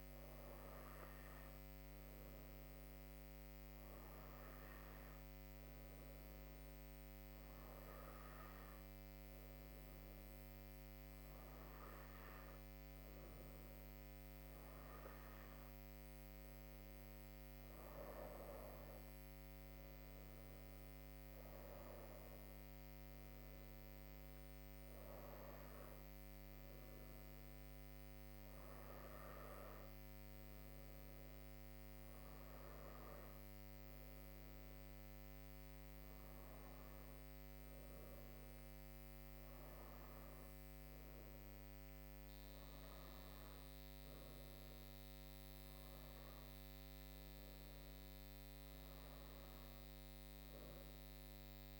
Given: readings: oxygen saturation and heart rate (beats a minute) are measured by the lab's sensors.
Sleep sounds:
breathing in sleep, hard to hear, by a microphone on the trachea; none
none scored
From the record:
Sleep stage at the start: N2 (light sleep); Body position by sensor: on the back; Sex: female

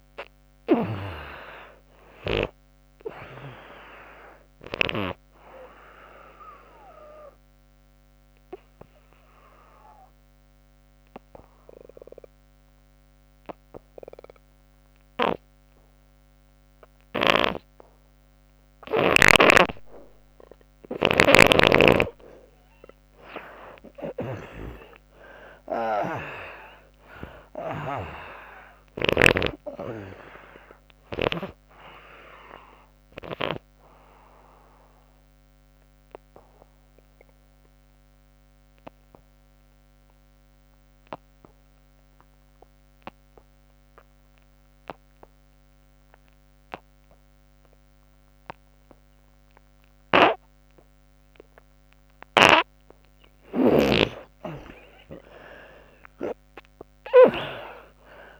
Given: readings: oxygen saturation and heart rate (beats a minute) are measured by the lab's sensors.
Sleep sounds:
breathing in sleep by a microphone on the trachea; 2
0.00-4.50 s: snoring (device-marked)
2.00-13.00 s: oxygen desaturation (device-marked, oxygen 95% before, 78% lowest, heart rate 80 before, 63 extreme)
5.50-20.50 s: obstructive apnea (oxygen 97% before, 76% lowest, heart rate 87 before, 63 extreme, up 32 after)
16.50-31.00 s: snoring (device-marked)
23.50-26.50 s: arousal
30.00-41.00 s: oxygen desaturation (device-marked, oxygen 96% before, 82% lowest, heart rate 70 before, 63 extreme)
33.50-51.50 s: obstructive apnea (oxygen 97% before, 76% lowest, heart rate 75 before, 63 extreme, up 42 after)
53.00-57.50 s: arousal
56.00-58.40 s: oxygen desaturation (device-marked, oxygen 96% before, 76% lowest, heart rate 66 before, 63 extreme)
From the record:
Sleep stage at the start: N2 (light sleep); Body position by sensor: on the back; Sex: female

